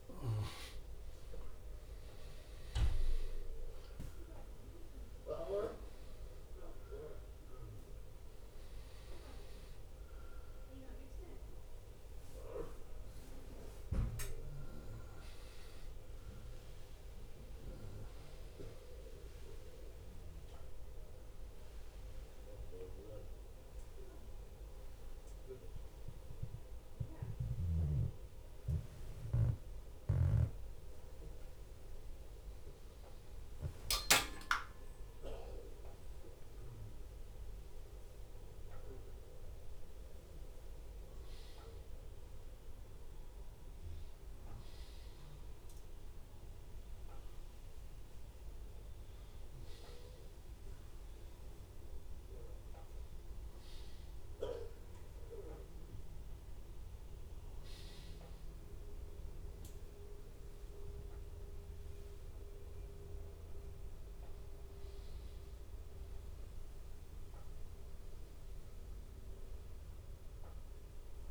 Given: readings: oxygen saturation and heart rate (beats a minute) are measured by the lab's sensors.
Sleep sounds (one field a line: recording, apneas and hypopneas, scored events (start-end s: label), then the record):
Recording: a person awake in a sleep study, by a room microphone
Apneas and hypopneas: none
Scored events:
0.00-1.50 s: long interval between heartbeats (device-marked, heart rate 102 extreme)
6.00-8.00 s: long interval between heartbeats (device-marked, heart rate 97 before, 97 extreme)
20.50-22.50 s: long interval between heartbeats (device-marked, heart rate 97 before, 93 extreme)
22.50-24.50 s: long interval between heartbeats (device-marked, heart rate 95 before, 102 extreme)
24.50-26.50 s: long interval between heartbeats (device-marked, heart rate 95 before, 121 extreme)
26.50-28.50 s: long interval between heartbeats (device-marked, heart rate 98 before, 160 extreme)
28.50-30.50 s: long interval between heartbeats (device-marked, heart rate 105 before, 187 extreme)
31.50-33.50 s: long interval between heartbeats (device-marked, heart rate 121 before, 188 extreme)
34.00-36.00 s: long interval between heartbeats (device-marked, heart rate 131 before, 179 extreme)
40.00-42.00 s: long interval between heartbeats (device-marked, heart rate 148 before, 95 extreme)
48.00-50.00 s: long interval between heartbeats (device-marked, heart rate 140 before, 94 extreme)
53.50-55.50 s: long interval between heartbeats (device-marked, heart rate 111 before, 100 extreme)
62.00-64.00 s: long interval between heartbeats (device-marked, heart rate 98 before, 105 extreme)
64.50-66.50 s: long interval between heartbeats (device-marked, heart rate 100 before, 114 extreme)
70.00-71.31 s: long interval between heartbeats (device-marked, heart rate 105 before, 105 extreme)
From the record:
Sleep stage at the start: awake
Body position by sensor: on the right side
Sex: male